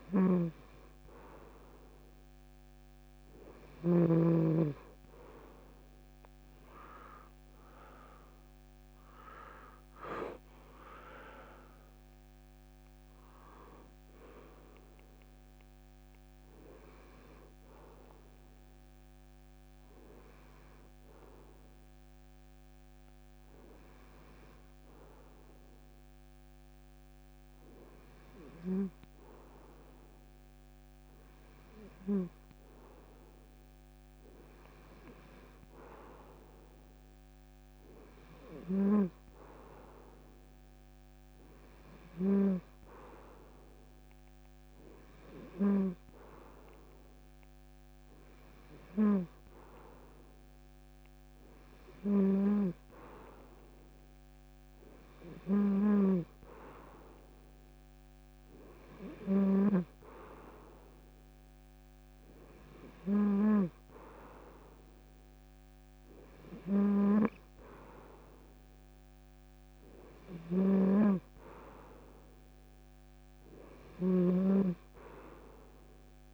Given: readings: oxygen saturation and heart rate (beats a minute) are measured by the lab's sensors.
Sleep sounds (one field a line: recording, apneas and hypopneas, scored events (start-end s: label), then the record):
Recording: breathing in sleep by a microphone on the trachea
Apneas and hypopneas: none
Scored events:
0.00-3.50 s: snoring (device-marked)
70.00-76.34 s: snoring (device-marked)
From the record:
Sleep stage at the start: N2 (light sleep)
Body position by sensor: on the front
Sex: male